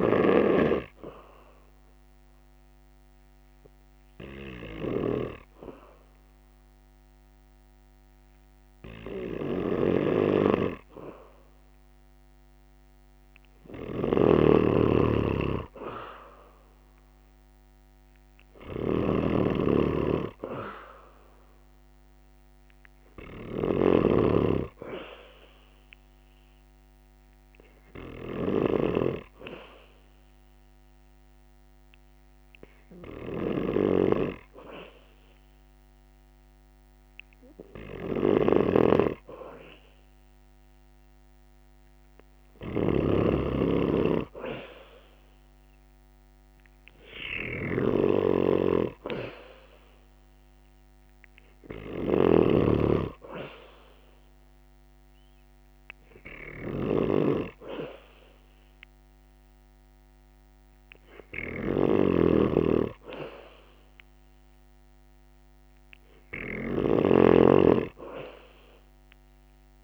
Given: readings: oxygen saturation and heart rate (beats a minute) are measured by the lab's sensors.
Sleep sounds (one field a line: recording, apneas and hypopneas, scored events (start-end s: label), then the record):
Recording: breathing in sleep by a microphone on the trachea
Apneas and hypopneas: 1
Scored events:
1.50-13.50 s: mixed apnea (oxygen 98% before, 92% lowest, heart rate 73 before, 67 extreme, up 3 after)
2.00-19.00 s: oxygen desaturation (device-marked, oxygen 98% before, 93% lowest, heart rate 73 before, 67 extreme)
13.50-24.00 s: snoring (device-marked)
18.00-21.50 s: arousal
52.00-69.84 s: oxygen desaturation (device-marked, oxygen 96% before, 92% lowest, heart rate 71 before, 71 extreme)
61.50-69.84 s: snoring (device-marked)
From the record:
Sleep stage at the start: N2 (light sleep)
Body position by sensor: on the back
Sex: male